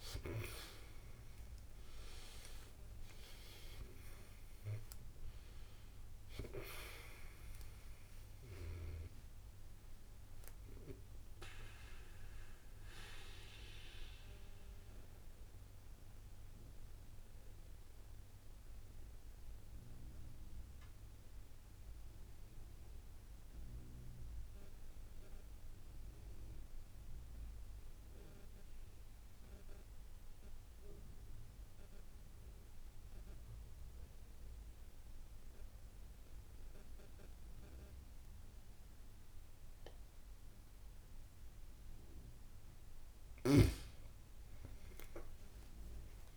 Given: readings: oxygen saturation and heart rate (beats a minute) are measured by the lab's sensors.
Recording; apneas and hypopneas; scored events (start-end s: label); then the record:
breathing in sleep by a room microphone; 1
0.00-1.00 s: long interval between heartbeats (device-marked)
0.00-2.50 s: arousal
1.50-3.50 s: long interval between heartbeats (device-marked, heart rate 30 before, 71 extreme)
12.50-42.00 s: mixed apnea (oxygen 96% before, 91% lowest)
13.00-29.00 s: oxygen desaturation (device-marked, oxygen 94% before, 91% lowest)
43.50-46.37 s: arousal
45.00-46.37 s: long interval between heartbeats (device-marked)
From the record:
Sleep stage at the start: N2 (light sleep); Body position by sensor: on the back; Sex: female